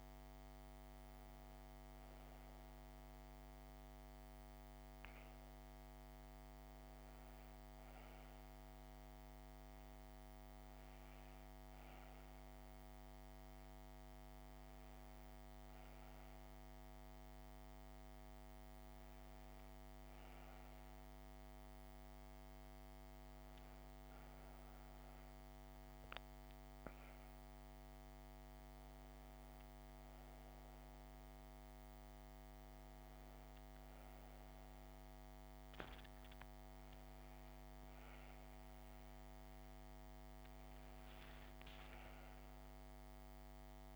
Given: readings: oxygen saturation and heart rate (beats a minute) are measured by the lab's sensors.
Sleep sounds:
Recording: a person awake in a sleep study, hard to hear, by a microphone on the trachea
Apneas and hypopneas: none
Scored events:
none scored
From the record:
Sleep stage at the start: awake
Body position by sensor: on the back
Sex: female

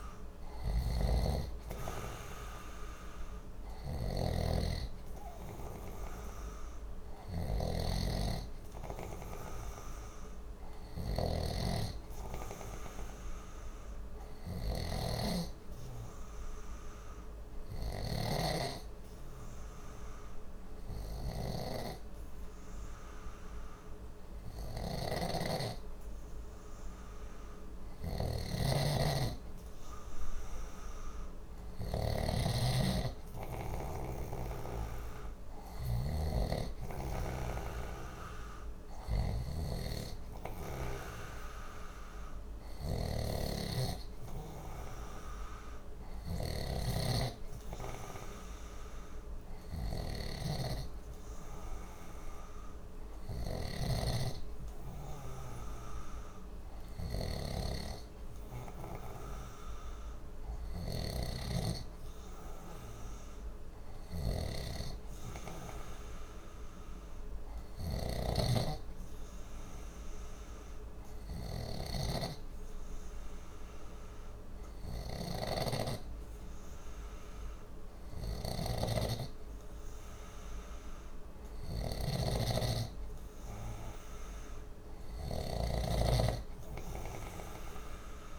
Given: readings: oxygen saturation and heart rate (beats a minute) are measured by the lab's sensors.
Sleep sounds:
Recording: breathing in sleep by a room microphone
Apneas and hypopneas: 1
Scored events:
0.00-61.50 s: snoring (device-marked)
15.50-28.00 s: obstructive apnea (oxygen 95% before, 93% lowest, heart rate 60 before, 59 extreme, up 0 after)
30.00-34.00 s: arousal
67.50-75.50 s: snoring (device-marked)
81.50-88.39 s: snoring (device-marked)
From the record:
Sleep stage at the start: N2 (light sleep)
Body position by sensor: on the left side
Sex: male

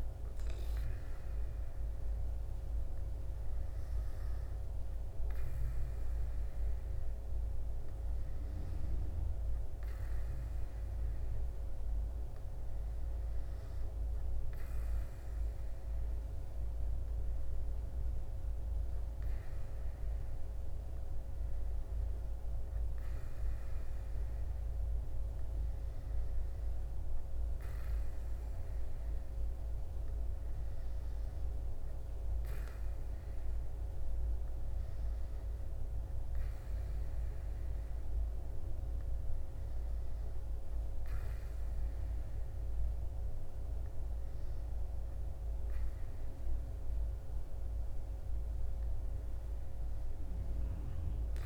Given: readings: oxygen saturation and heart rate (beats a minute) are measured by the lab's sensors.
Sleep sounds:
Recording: breathing in sleep, hard to hear, by a room microphone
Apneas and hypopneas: none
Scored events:
1.50-51.46 s: new sleep stage, N2 (light sleep)
From the record:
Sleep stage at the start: N1 (lightest sleep)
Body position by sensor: on the back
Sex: male

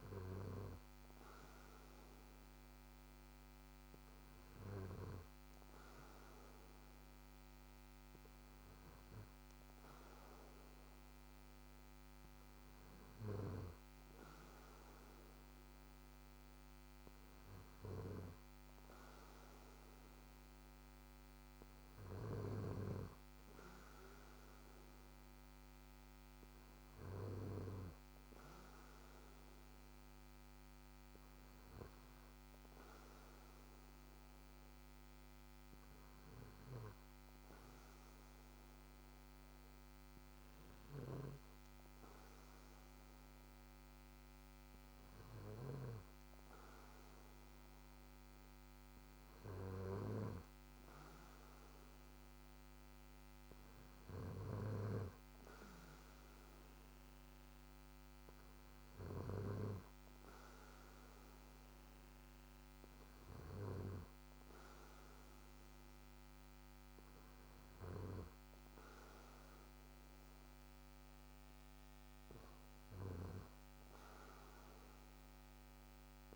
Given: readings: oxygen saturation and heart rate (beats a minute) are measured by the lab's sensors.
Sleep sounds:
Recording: breathing in sleep by a microphone on the trachea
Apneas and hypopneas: none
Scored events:
41.00-46.00 s: snoring (device-marked)
From the record:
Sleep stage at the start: N2 (light sleep)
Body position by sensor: on the back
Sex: male

